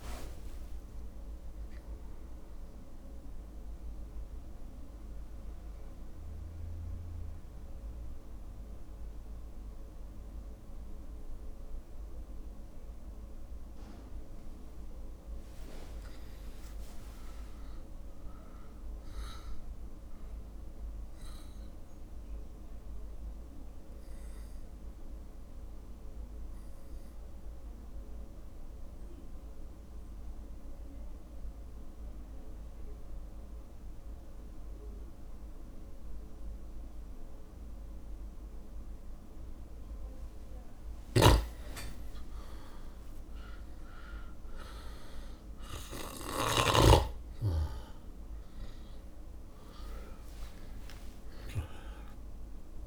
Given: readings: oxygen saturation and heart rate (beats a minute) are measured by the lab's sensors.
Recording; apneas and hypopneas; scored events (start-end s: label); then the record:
breathing in sleep by a room microphone; 2
0.00-13.50 s: oxygen desaturation (device-marked, oxygen 96% lowest, heart rate 54 extreme)
2.50-21.50 s: drop in pulse transit time (device-marked, heart rate 59 before, 58 extreme)
3.50-14.50 s: central apnea (oxygen 100% before, 94% lowest, heart rate 59 before, 54 extreme, up 21 after)
16.00-19.00 s: arousal
16.50-18.50 s: long interval between heartbeats (device-marked, heart rate 58 before, 70 extreme)
21.50-40.50 s: obstructive apnea (oxygen 100% before, 94% lowest, heart rate 63 before, 54 extreme, up 26 after)
38.50-44.50 s: drop in pulse transit time (device-marked, heart rate 62 before, 57 extreme)
41.00-47.00 s: snoring (device-marked)
42.00-44.00 s: long interval between heartbeats (device-marked, heart rate 59 before, 73 extreme)
45.00-50.00 s: arousal
47.50-52.87 s: oxygen desaturation (device-marked, oxygen 99% before, 94% lowest, heart rate 62 before, 57 extreme)
From the record:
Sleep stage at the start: REM sleep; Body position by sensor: on the back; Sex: male